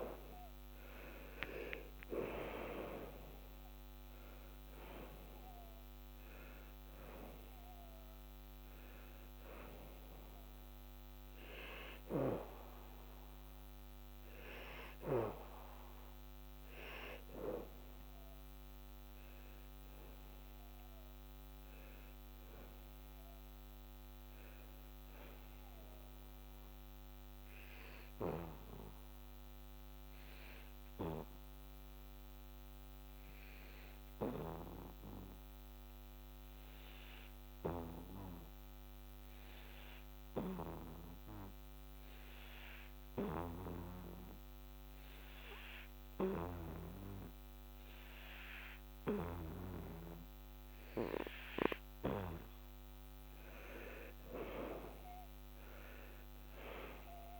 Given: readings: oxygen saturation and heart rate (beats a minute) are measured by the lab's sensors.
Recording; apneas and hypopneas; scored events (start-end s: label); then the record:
breathing in sleep by a microphone on the trachea; 1
0.00-3.00 s: arousal
0.00-26.50 s: oxygen desaturation (device-marked, oxygen 86% lowest, heart rate 70 extreme)
26.50-50.50 s: obstructive apnea (oxygen 95% before, 87% lowest, heart rate 83 before, 70 extreme, up 10 after)
46.50-57.40 s: oxygen desaturation (device-marked, oxygen 98% before, 87% lowest, heart rate 78 before, 69 extreme)
52.50-56.00 s: arousal
From the record:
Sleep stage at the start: N2 (light sleep); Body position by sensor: on the back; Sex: male